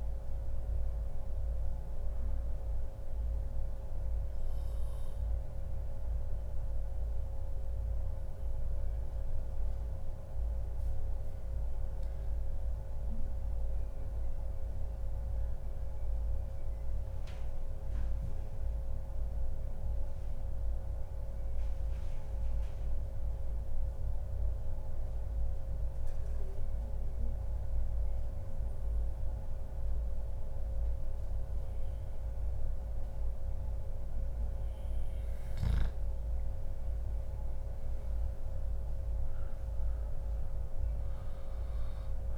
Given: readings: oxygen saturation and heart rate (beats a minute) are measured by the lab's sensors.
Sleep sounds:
breathing in sleep, hard to hear, by a room microphone; 1
4.50-6.50 s: long interval between heartbeats (device-marked, heart rate 133 before, 118 extreme)
5.50-34.50 s: obstructive apnea (oxygen 96% before, 92% lowest, heart rate 134 before, 105 extreme, up 0 after)
36.00-40.00 s: arousal
40.50-42.38 s: long interval between heartbeats (device-marked, heart rate 144 before, 113 extreme)
From the record:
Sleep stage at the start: N2 (light sleep); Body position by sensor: on the back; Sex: male

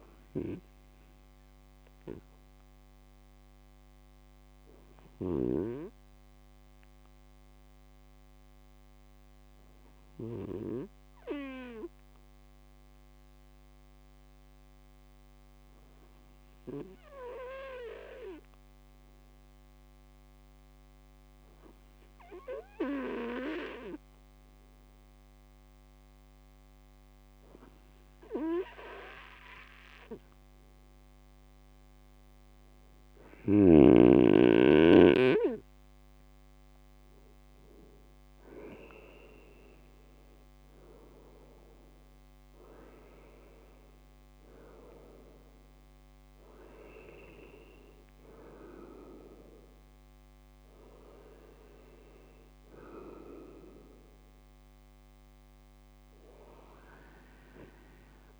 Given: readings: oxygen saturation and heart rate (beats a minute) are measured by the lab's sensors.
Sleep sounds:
breathing in sleep by a microphone on the trachea; 1
1.50-35.00 s: hypopnea (oxygen 99% before, 97% lowest, heart rate 55 before, 54 extreme, up 0 after)
37.00-42.00 s: arousal
From the record:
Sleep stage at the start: N2 (light sleep); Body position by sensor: on the right side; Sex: male

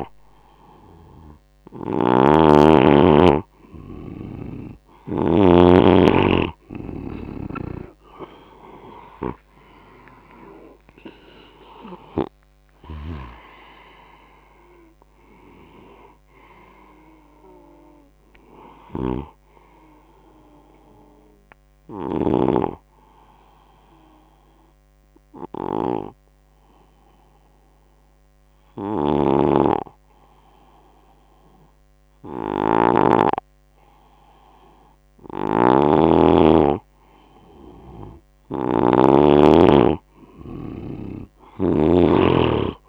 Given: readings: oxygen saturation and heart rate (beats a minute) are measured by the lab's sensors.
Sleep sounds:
breathing in sleep by a microphone on the trachea; 1
0.00-5.00 s: snoring (device-marked)
0.50-23.50 s: oxygen desaturation (device-marked, oxygen 98% before, 91% lowest, heart rate 81 before, 68 extreme)
9.50-14.50 s: arousal
18.50-22.00 s: snoring (device-marked)
23.50-36.00 s: hypopnea (oxygen 98% before, 93% lowest, heart rate 80 before, 68 extreme, up 12 after)
28.50-41.50 s: snoring (device-marked)
37.50-41.00 s: arousal
From the record:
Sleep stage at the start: N2 (light sleep); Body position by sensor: on the right side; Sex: male

